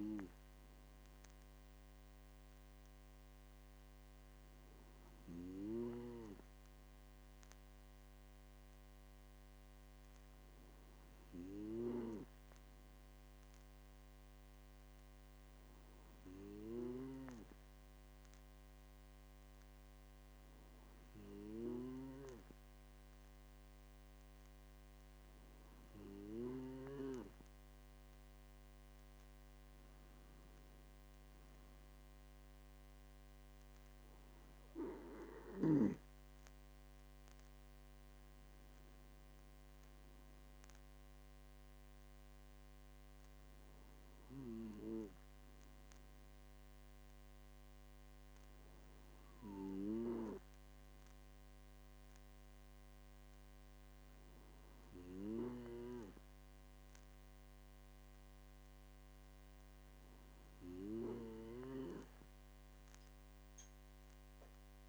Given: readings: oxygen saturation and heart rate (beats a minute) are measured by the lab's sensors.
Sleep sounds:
a person awake in a sleep study, by a microphone on the trachea; none
5.50-12.00 s: snoring (device-marked)
From the record:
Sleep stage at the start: awake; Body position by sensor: on the left side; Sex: male

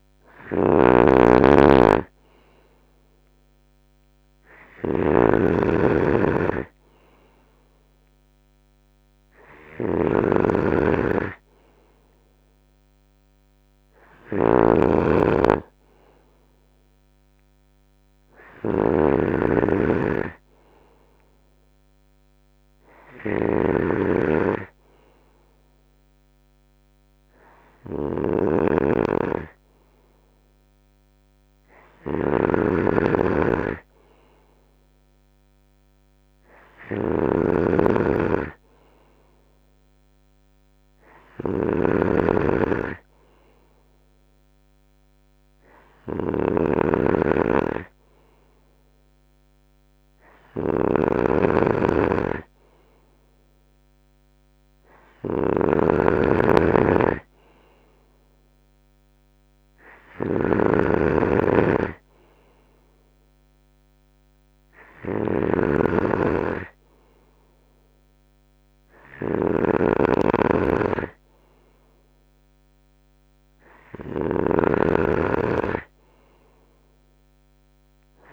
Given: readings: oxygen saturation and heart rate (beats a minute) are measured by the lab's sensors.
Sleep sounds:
breathing in sleep by a microphone on the trachea; none
0.00-78.33 s: snoring (device-marked)
From the record:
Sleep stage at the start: N3 (deep sleep); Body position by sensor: on the right side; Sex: male

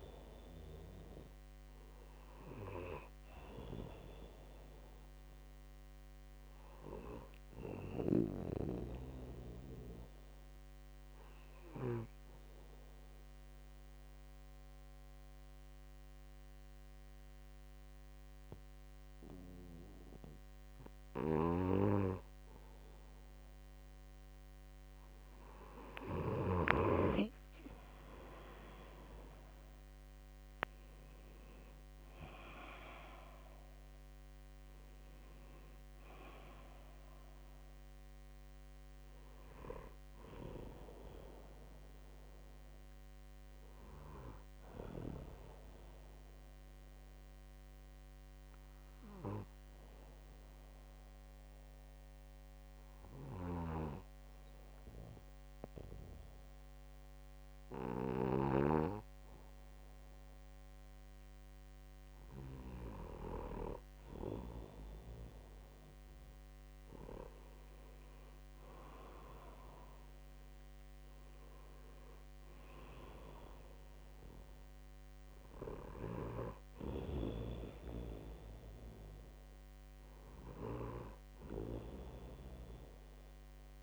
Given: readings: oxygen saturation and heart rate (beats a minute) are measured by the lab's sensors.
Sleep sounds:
breathing in sleep by a microphone on the trachea; 2
11.00-23.50 s: obstructive apnea (oxygen 97% before, 95% lowest, heart rate 66 before, 64 extreme, up 2 after)
22.00-27.50 s: snoring (device-marked)
26.50-30.50 s: arousal
46.50-62.50 s: obstructive apnea (oxygen 98% before, 95% lowest, heart rate 65 before, 64 extreme, up 2 after)
54.00-59.50 s: snoring (device-marked)
65.00-69.00 s: arousal
From the record:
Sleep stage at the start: N2 (light sleep); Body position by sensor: on the right side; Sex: male

